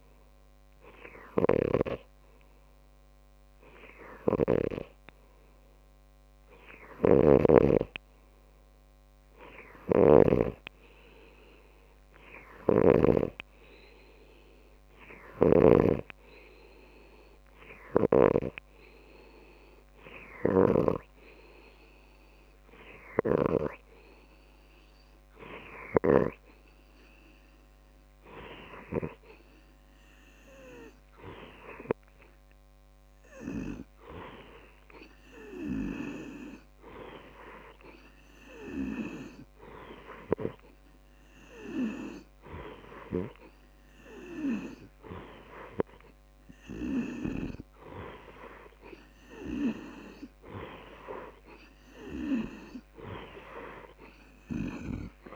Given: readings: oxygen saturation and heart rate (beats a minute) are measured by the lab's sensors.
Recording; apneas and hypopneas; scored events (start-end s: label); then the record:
breathing in sleep by a microphone on the trachea; 1
1.50-11.00 s: snoring (device-marked)
2.00-46.50 s: hypopnea (oxygen 95% before, 91% lowest)
19.50-49.50 s: new sleep stage, N3 (deep sleep)
49.50-55.36 s: new sleep stage, N2 (light sleep)
From the record:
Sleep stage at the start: N2 (light sleep); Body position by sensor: on the left side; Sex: male